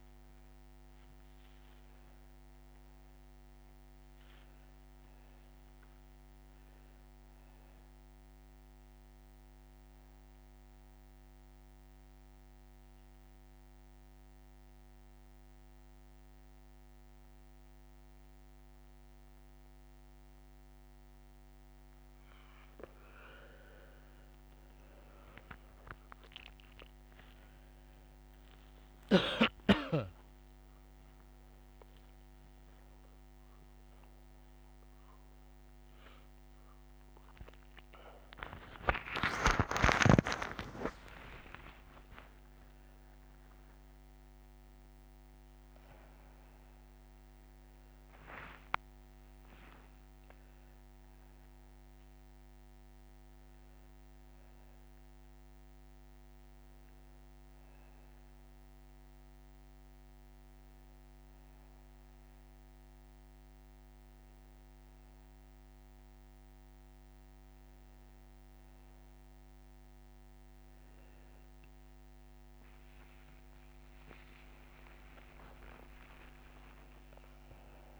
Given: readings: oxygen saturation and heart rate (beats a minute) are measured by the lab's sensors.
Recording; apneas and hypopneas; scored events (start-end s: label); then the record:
a person awake in a sleep study, by a microphone on the trachea; 1
2.00-6.00 s: arousal
10.00-22.00 s: central apnea (oxygen 99% before, 86% lowest, heart rate 43 before, 56 extreme)
22.50-78.00 s: new sleep stage, awake
24.50-41.50 s: oxygen desaturation (device-marked, oxygen 96% before, 86% lowest, heart rate 70 before, 84 extreme)
From the record:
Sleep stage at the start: N2 (light sleep); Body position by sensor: on the back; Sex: male